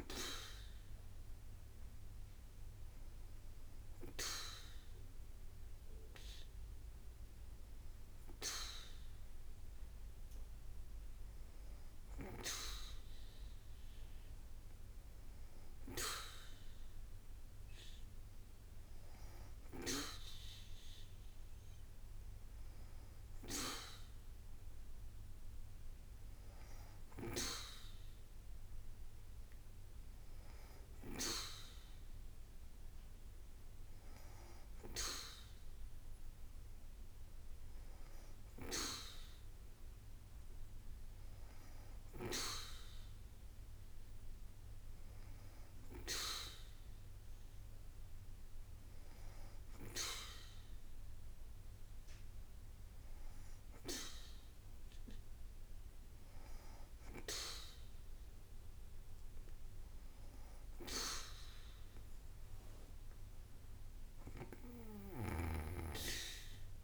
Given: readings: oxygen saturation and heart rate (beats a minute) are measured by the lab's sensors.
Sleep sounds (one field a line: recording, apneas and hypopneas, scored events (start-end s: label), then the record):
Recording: breathing in sleep by a room microphone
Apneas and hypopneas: none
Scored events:
none scored
From the record:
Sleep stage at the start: N2 (light sleep)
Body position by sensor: on the back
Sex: female